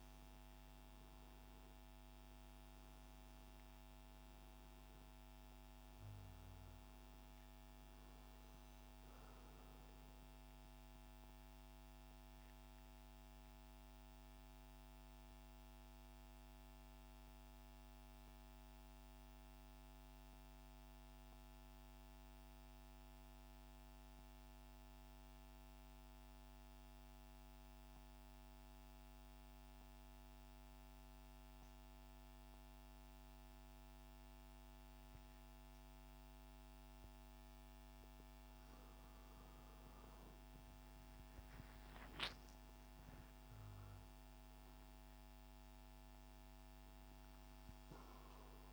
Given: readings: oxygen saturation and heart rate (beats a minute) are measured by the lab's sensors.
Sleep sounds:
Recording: breathing in sleep, hard to hear, by a microphone on the trachea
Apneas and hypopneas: 1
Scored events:
0.00-23.50 s: oxygen desaturation (device-marked, oxygen 88% lowest, heart rate 59 extreme)
14.00-39.00 s: mixed apnea (oxygen 96% before, 89% lowest, heart rate 66 before, 57 extreme, up 25 after)
41.00-45.50 s: arousal
From the record:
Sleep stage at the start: N2 (light sleep)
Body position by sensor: on the right side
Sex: male

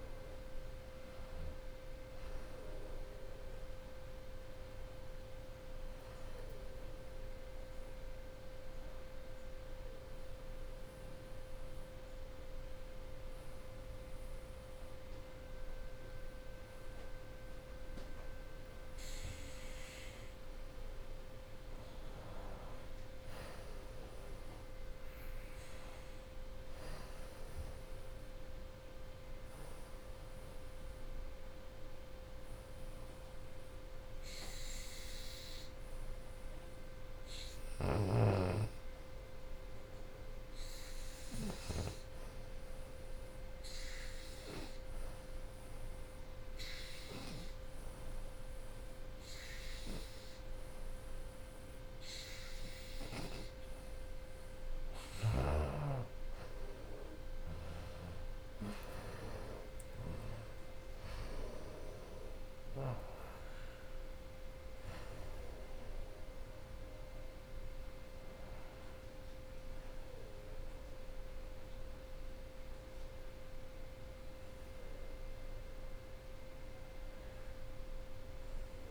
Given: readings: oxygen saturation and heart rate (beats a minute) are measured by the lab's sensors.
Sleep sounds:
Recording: breathing in sleep, hard to hear, by a room microphone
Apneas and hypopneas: 3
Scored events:
0.00-1.50 s: arousal
2.50-16.50 s: oxygen desaturation (device-marked, oxygen 94% before, 89% lowest, heart rate 79 before, 70 extreme)
9.00-19.50 s: obstructive apnea (oxygen 96% before, 86% lowest, heart rate 82 before, 70 extreme, up 14 after)
21.00-24.50 s: arousal
27.50-36.50 s: oxygen desaturation (device-marked, oxygen 95% before, 89% lowest, heart rate 79 before, 70 extreme)
28.00-38.00 s: obstructive apnea (oxygen 95% before, 86% lowest, heart rate 79 before, 70 extreme, up 10 after)
39.50-42.50 s: arousal
45.00-55.50 s: obstructive apnea (oxygen 95% before, 86% lowest, heart rate 79 before, 73 extreme, up 18 after)
46.50-78.50 s: oxygen desaturation (device-marked, oxygen 94% before, 86% lowest, heart rate 78 before, 73 extreme)
57.50-69.50 s: drop in pulse transit time (device-marked, heart rate 76 before, 79 extreme)
59.00-63.00 s: arousal
From the record:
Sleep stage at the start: N2 (light sleep)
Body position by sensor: on the back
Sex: female

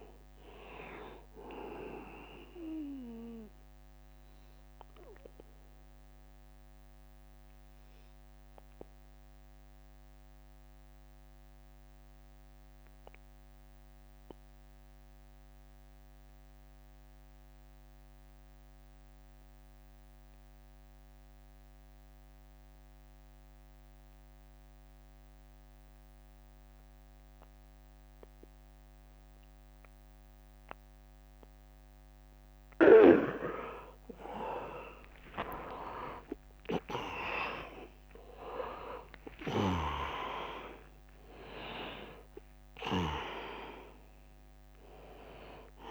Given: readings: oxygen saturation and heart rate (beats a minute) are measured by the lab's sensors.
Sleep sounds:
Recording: breathing in sleep by a microphone on the trachea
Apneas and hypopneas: 1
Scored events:
0.00-6.00 s: drop in pulse transit time (device-marked, heart rate 75 extreme)
0.00-19.00 s: oxygen desaturation (device-marked, oxygen 82% lowest, heart rate 67 extreme)
9.00-31.50 s: mixed apnea (oxygen 97% before, 78% lowest, heart rate 77 before, 70 extreme, up 15 after)
31.00-45.91 s: oxygen desaturation (device-marked, oxygen 100% before, 78% lowest, heart rate 80 before, 70 extreme)
34.00-39.00 s: arousal
35.00-45.91 s: drop in pulse transit time (device-marked, heart rate 82 before, 74 extreme)
From the record:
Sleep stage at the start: N2 (light sleep)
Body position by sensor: on the back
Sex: male

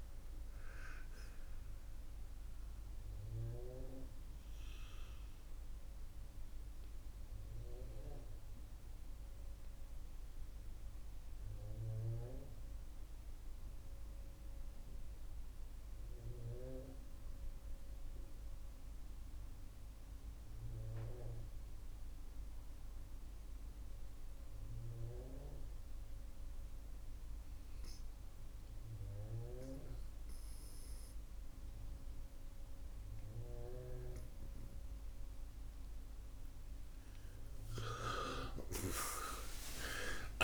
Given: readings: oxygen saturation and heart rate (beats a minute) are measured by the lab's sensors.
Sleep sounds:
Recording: breathing in sleep by a room microphone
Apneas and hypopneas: 1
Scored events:
0.00-4.50 s: oxygen desaturation (device-marked, oxygen 91% lowest, heart rate 69 extreme)
3.00-36.00 s: obstructive apnea (oxygen 94% before, 85% lowest, heart rate 93 before, 69 extreme, up 50 after)
13.50-32.50 s: oxygen desaturation (device-marked, oxygen 92% before, 85% lowest, heart rate 85 before, 72 extreme)
38.50-40.44 s: arousal
From the record:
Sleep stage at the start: N2 (light sleep)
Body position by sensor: on the right side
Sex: male

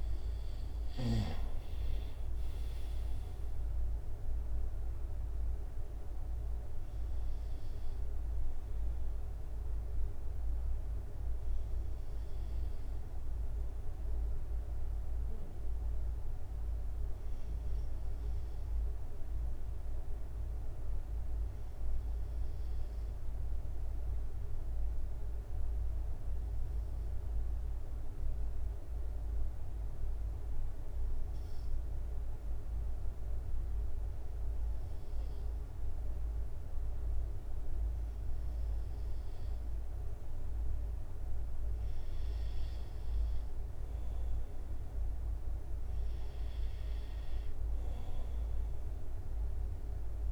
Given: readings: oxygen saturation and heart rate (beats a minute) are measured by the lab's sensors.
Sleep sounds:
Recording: breathing in sleep, hard to hear, by a room microphone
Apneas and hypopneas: 1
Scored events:
0.00-1.50 s: arousal
1.50-13.50 s: drop in pulse transit time (device-marked, heart rate 71 before, 66 extreme)
22.50-37.00 s: obstructive apnea (oxygen 95% before, 93% lowest, heart rate 70 before, 66 extreme, up 7 after)
38.50-42.50 s: arousal
From the record:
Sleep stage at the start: N2 (light sleep)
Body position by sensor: on the right side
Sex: male

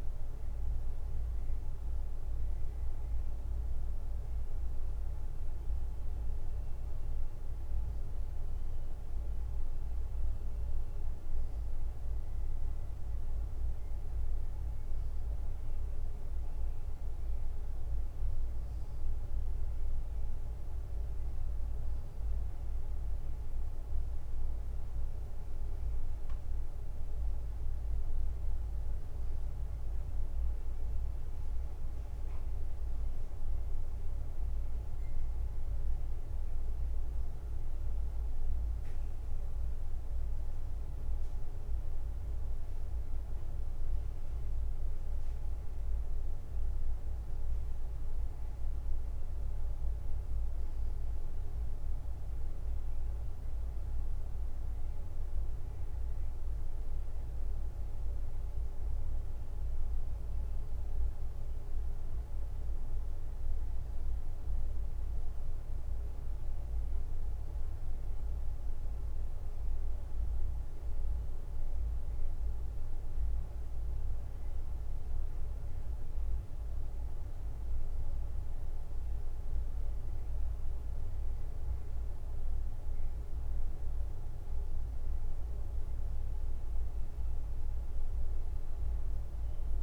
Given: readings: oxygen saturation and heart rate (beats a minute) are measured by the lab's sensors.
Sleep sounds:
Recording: breathing in sleep, hard to hear, by a room microphone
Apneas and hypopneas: none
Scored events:
8.50-89.83 s: new sleep stage, N2 (light sleep)
From the record:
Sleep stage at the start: N1 (lightest sleep)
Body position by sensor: on the right side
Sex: male

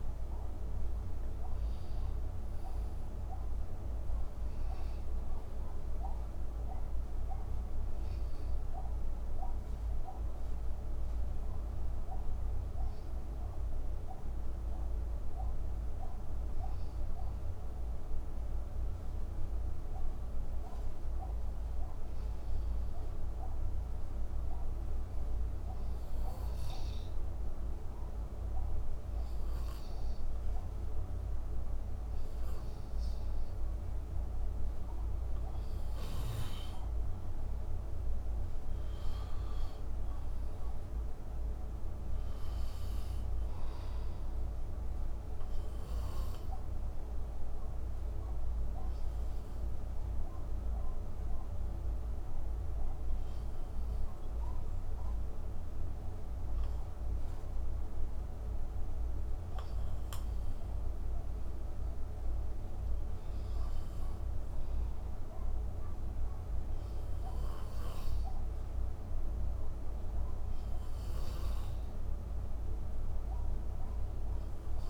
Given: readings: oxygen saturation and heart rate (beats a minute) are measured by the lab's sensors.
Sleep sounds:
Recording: breathing in sleep, hard to hear, by a room microphone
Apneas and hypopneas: 2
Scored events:
0.50-21.50 s: oxygen desaturation (device-marked, oxygen 94% before, 90% lowest, heart rate 59 before, 50 extreme)
10.50-32.50 s: hypopnea (oxygen 94% before, 90% lowest, heart rate 62 before, 53 extreme, up 12 after)
30.50-57.50 s: oxygen desaturation (device-marked, oxygen 97% before, 91% lowest, heart rate 56 before, 53 extreme)
34.50-39.50 s: arousal
38.00-42.00 s: snoring (device-marked)
46.00-59.50 s: hypopnea (oxygen 97% before, 91% lowest, heart rate 62 before, 53 extreme, up 6 after)
61.00-64.50 s: arousal
From the record:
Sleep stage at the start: N2 (light sleep)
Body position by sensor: on the right side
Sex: male

